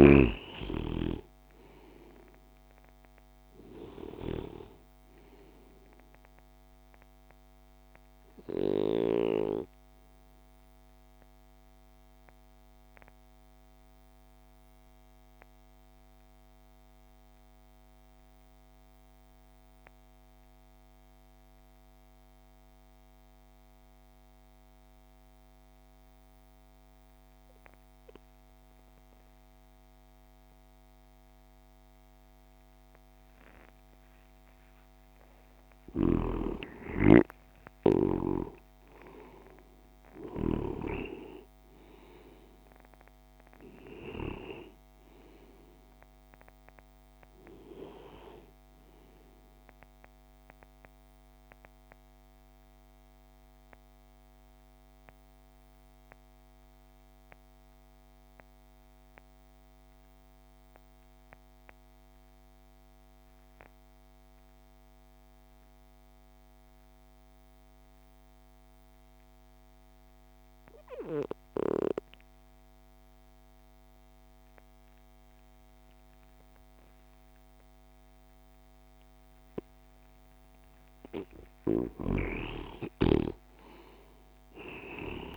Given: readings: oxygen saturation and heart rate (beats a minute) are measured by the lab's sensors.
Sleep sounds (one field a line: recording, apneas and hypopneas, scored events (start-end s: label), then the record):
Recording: breathing in sleep by a microphone on the trachea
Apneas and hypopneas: 2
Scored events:
0.00-24.50 s: oxygen desaturation (device-marked, oxygen 91% lowest)
8.00-36.00 s: mixed apnea (oxygen 99% before, 89% lowest)
36.00-41.00 s: snoring (device-marked)
37.00-40.50 s: arousal
37.50-67.50 s: oxygen desaturation (device-marked, oxygen 98% before, 89% lowest)
51.00-79.50 s: mixed apnea (oxygen 98% before, 87% lowest)
82.00-85.37 s: arousal
83.50-85.37 s: oxygen desaturation (device-marked, oxygen 98% before, 87% lowest)
From the record:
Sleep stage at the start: N2 (light sleep)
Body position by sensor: on the left side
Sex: male